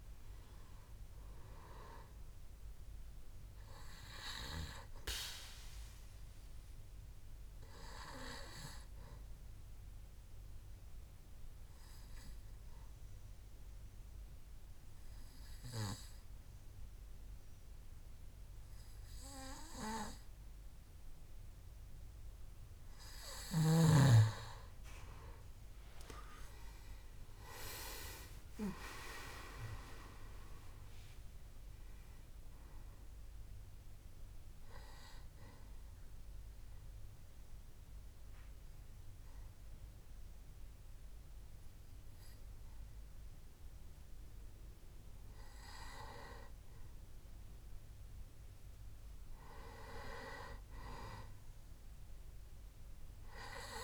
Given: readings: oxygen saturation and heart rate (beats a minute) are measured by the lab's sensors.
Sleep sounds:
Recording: breathing in sleep by a room microphone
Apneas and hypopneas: 2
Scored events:
0.00-18.00 s: oxygen desaturation (device-marked, oxygen 92% lowest, heart rate 65 extreme)
10.00-23.00 s: obstructive apnea (oxygen 98% before, 92% lowest, heart rate 70 before, 66 extreme, up 6 after)
25.50-30.00 s: arousal
30.00-53.84 s: oxygen desaturation (device-marked, oxygen 98% before, 92% lowest, heart rate 68 before, 63 extreme)
35.50-46.50 s: obstructive apnea (oxygen 98% before, 90% lowest, heart rate 71 before, 63 extreme, up 2 after)
50.50-53.84 s: arousal
From the record:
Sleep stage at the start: N2 (light sleep)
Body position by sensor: on the back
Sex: male

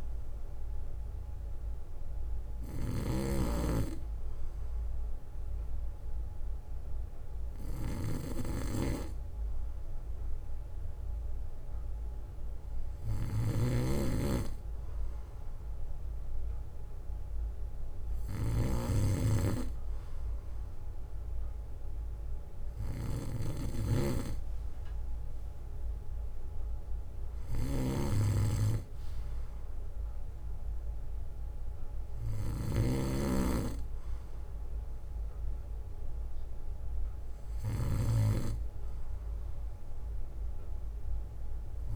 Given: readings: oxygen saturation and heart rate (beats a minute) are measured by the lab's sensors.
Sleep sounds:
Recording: breathing in sleep by a room microphone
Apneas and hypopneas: none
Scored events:
0.00-3.50 s: snoring (device-marked)
13.50-41.96 s: snoring (device-marked)
14.00-16.00 s: bradycardia (device-marked, heart rate 62 before, 60 extreme)
39.00-41.96 s: bradycardia (device-marked, heart rate 62 before, 61 extreme)
From the record:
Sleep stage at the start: N2 (light sleep)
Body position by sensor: on the back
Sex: male

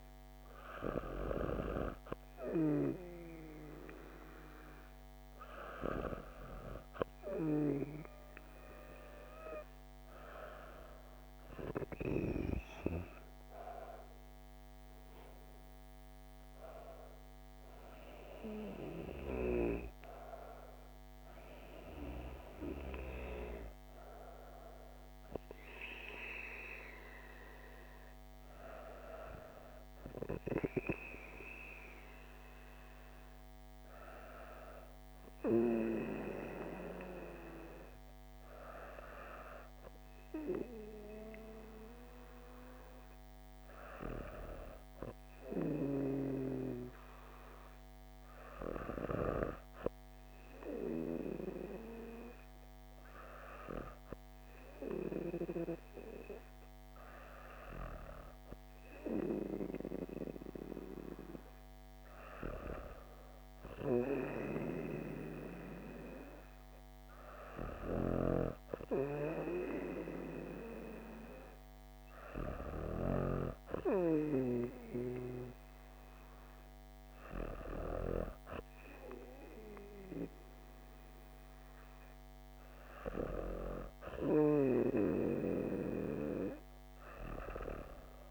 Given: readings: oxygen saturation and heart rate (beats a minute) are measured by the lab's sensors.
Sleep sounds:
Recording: breathing in sleep by a microphone on the trachea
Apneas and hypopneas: none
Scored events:
11.50-17.00 s: arousal
From the record:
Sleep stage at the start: N2 (light sleep)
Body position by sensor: on the back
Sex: female

